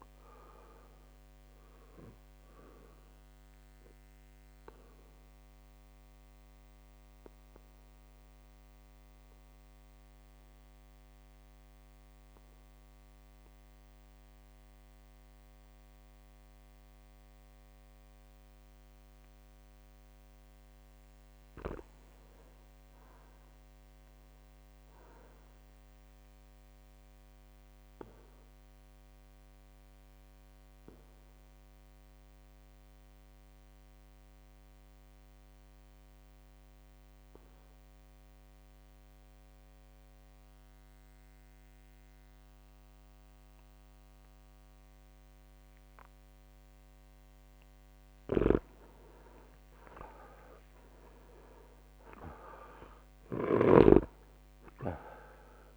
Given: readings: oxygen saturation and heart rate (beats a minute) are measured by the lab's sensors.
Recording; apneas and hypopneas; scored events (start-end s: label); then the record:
breathing in sleep by a microphone on the trachea; 2
1.00-21.00 s: oxygen desaturation (device-marked, oxygen 99% before, 93% lowest, heart rate 56 before, 53 extreme)
4.00-20.00 s: mixed apnea (oxygen 99% before, 91% lowest, heart rate 56 before, 53 extreme, up 4 after)
16.00-35.00 s: drop in pulse transit time (device-marked, heart rate 56 before, 54 extreme)
18.50-20.50 s: long interval between heartbeats (device-marked, heart rate 56 before, 58 extreme)
23.00-26.00 s: arousal
27.50-47.50 s: obstructive apnea (oxygen 99% before, 91% lowest, heart rate 56 before, 53 extreme, up 24 after)
48.50-54.00 s: snoring (device-marked)
50.00-52.00 s: long interval between heartbeats (device-marked, heart rate 55 before, 73 extreme)
50.00-54.00 s: arousal
From the record:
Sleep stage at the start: N2 (light sleep); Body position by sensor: on the back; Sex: male